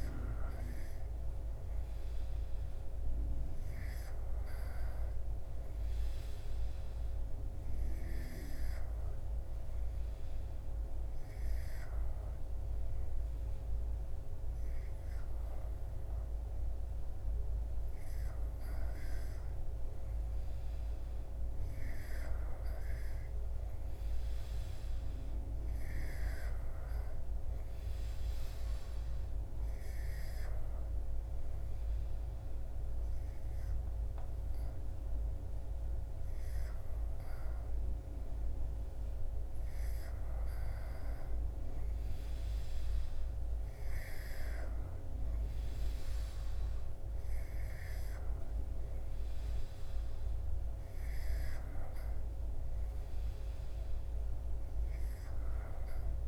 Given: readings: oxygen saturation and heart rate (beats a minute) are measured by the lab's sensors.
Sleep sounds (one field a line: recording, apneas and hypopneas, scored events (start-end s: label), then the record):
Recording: breathing in sleep, hard to hear, by a room microphone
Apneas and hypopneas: none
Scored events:
none scored
From the record:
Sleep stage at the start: N3 (deep sleep)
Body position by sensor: on the back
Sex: male